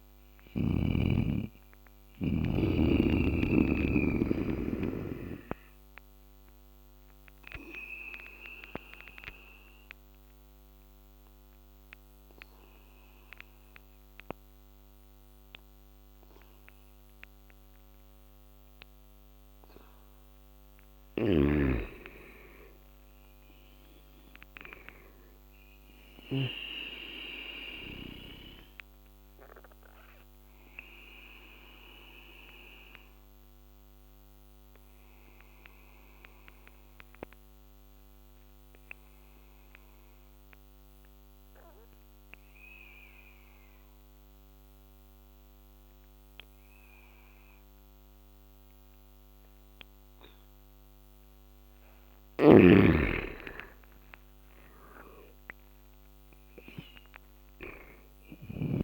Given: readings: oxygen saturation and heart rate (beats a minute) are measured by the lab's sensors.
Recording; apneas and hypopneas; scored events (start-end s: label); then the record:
breathing in sleep by a microphone on the trachea; 2
0.00-18.00 s: oxygen desaturation (device-marked, oxygen 83% lowest, heart rate 69 extreme)
6.00-18.50 s: obstructive apnea (oxygen 98% before, 79% lowest, heart rate 81 before, 69 extreme, up 15 after)
20.00-23.50 s: arousal
20.50-26.00 s: snoring (device-marked)
26.00-48.00 s: oxygen desaturation (device-marked, oxygen 100% before, 86% lowest, heart rate 77 before, 70 extreme)
29.00-50.50 s: obstructive apnea (oxygen 100% before, 79% lowest, heart rate 77 before, 70 extreme, up 33 after)
52.00-58.50 s: snoring (device-marked)
52.50-56.00 s: arousal
54.50-56.50 s: long interval between heartbeats (device-marked, heart rate 74 before, 95 extreme)
57.00-58.84 s: oxygen desaturation (device-marked, oxygen 99% before, 79% lowest, heart rate 77 before, 70 extreme)
From the record:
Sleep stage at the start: N2 (light sleep); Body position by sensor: on the back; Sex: male